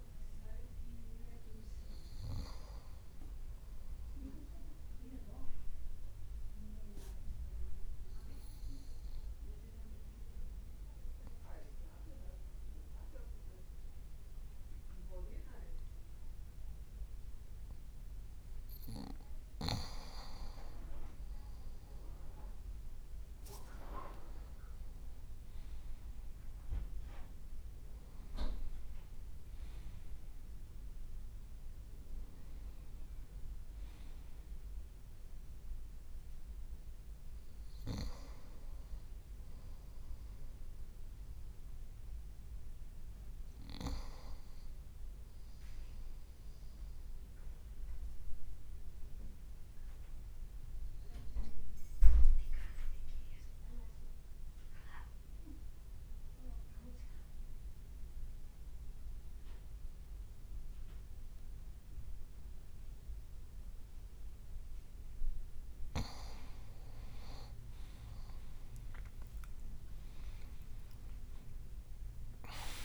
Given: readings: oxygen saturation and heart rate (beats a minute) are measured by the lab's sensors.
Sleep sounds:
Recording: breathing in sleep by a room microphone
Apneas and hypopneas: 2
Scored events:
3.00-16.50 s: obstructive apnea (oxygen 95% before, 94% lowest, heart rate 59 before, 56 extreme, up 0 after)
20.50-25.50 s: arousal
21.50-24.00 s: leg movement (device-marked)
45.50-64.00 s: obstructive apnea (oxygen 96% before, 94% lowest, heart rate 57 before, 53 extreme, up 5 after)
67.50-72.00 s: arousal
From the record:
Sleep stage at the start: N2 (light sleep)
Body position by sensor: on the front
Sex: male

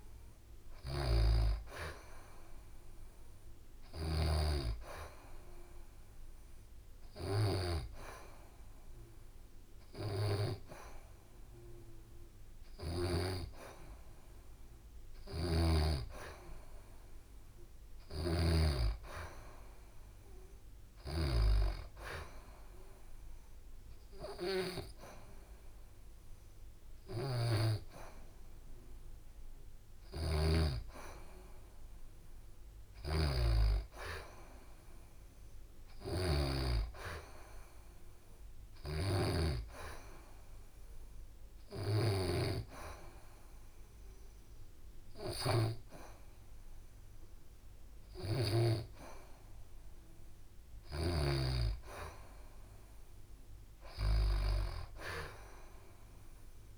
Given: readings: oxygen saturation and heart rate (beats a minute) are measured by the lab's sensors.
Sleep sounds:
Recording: breathing in sleep by a room microphone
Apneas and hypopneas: 2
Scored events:
5.00-16.00 s: oxygen desaturation (device-marked, oxygen 95% before, 91% lowest, heart rate 68 before, 69 extreme)
14.50-18.00 s: snoring (device-marked)
21.50-32.00 s: hypopnea (oxygen 95% before, 90% lowest, heart rate 70 before, 68 extreme, up 0 after)
23.00-35.00 s: oxygen desaturation (device-marked, oxygen 94% before, 91% lowest, heart rate 70 before, 68 extreme)
26.50-51.00 s: snoring (device-marked)
34.00-37.00 s: arousal
40.00-51.00 s: hypopnea (oxygen 94% before, 90% lowest, heart rate 70 before, 68 extreme, up 2 after)
53.50-56.50 s: arousal
From the record:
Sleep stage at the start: N2 (light sleep)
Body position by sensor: on the back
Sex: female

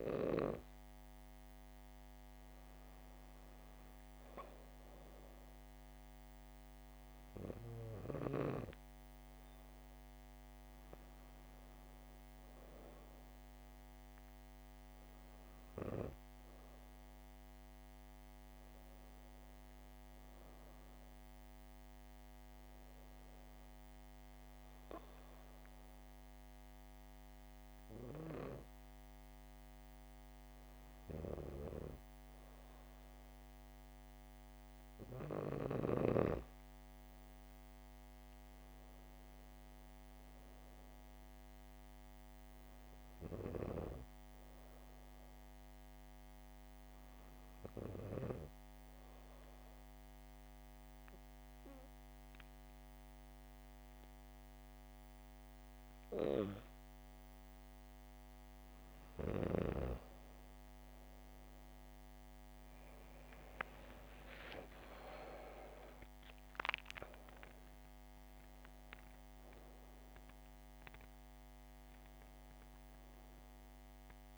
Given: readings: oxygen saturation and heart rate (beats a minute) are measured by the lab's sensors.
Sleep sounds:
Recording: breathing in sleep by a microphone on the trachea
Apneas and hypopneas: 1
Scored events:
39.00-42.50 s: arousal
47.50-58.50 s: obstructive apnea (oxygen 97% before, 92% lowest, heart rate 69 before, 68 extreme, up 5 after)
60.50-64.00 s: arousal
From the record:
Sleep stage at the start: N2 (light sleep)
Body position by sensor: on the back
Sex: female

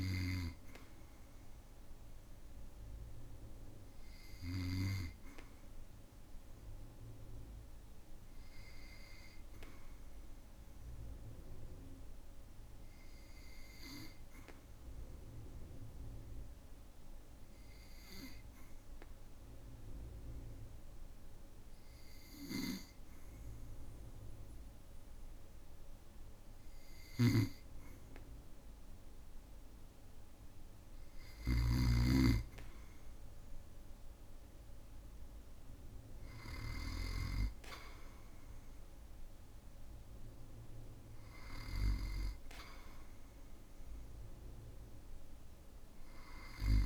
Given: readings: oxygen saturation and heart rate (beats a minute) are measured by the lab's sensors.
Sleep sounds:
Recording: breathing in sleep by a room microphone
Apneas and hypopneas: 1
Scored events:
13.50-27.00 s: obstructive apnea (oxygen 96% before, 94% lowest, heart rate 57 before, 53 extreme, up 3 after)
27.00-37.00 s: snoring (device-marked)
30.50-33.50 s: arousal
From the record:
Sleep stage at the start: N2 (light sleep)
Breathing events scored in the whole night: 132 in 5.2 hours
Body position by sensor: on the back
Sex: male

